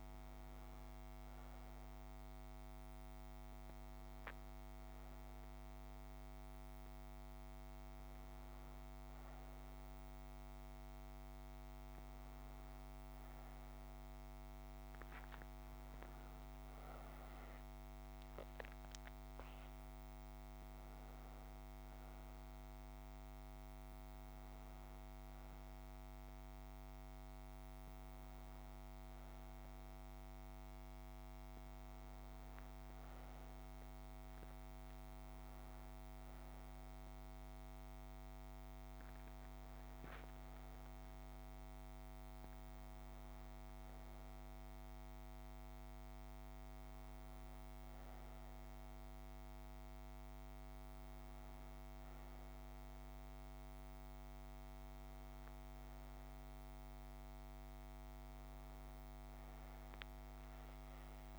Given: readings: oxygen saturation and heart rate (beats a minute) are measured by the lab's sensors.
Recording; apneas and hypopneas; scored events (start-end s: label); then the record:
a person awake in a sleep study, hard to hear, by a microphone on the trachea; none
32.00-61.39 s: new sleep stage, N1 (lightest sleep)
From the record:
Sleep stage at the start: awake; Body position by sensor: on the back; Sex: female